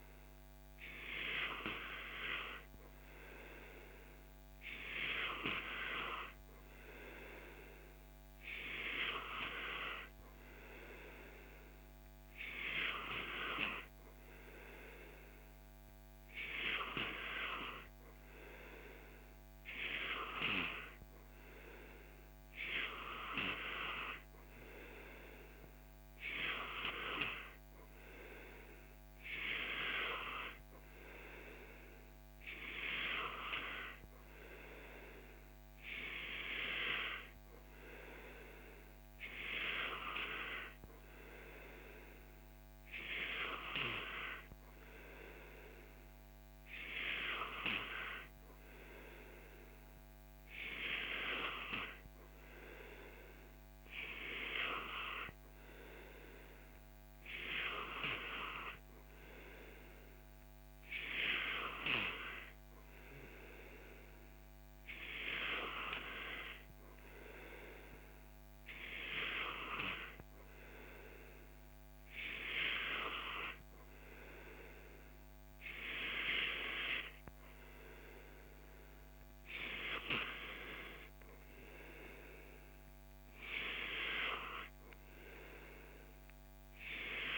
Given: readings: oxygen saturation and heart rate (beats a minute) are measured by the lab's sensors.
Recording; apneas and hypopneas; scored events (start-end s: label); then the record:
breathing in sleep by a microphone on the trachea; none
none scored
From the record:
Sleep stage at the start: N2 (light sleep); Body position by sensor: on the back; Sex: male